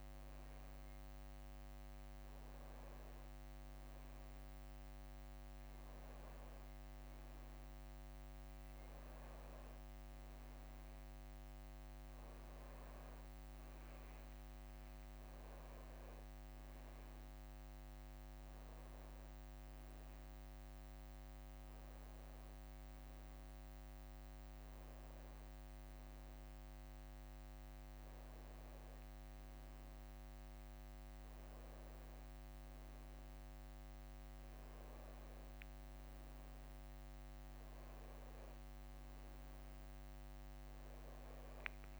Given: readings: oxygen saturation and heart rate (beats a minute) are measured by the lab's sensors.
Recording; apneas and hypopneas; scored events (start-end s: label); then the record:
breathing in sleep, hard to hear, by a microphone on the trachea; none
11.00-16.00 s: leg movement (device-marked)
33.00-38.50 s: leg movement (device-marked)
41.00-42.00 s: leg movement (device-marked)
From the record:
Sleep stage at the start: N2 (light sleep); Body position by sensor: on the back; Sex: male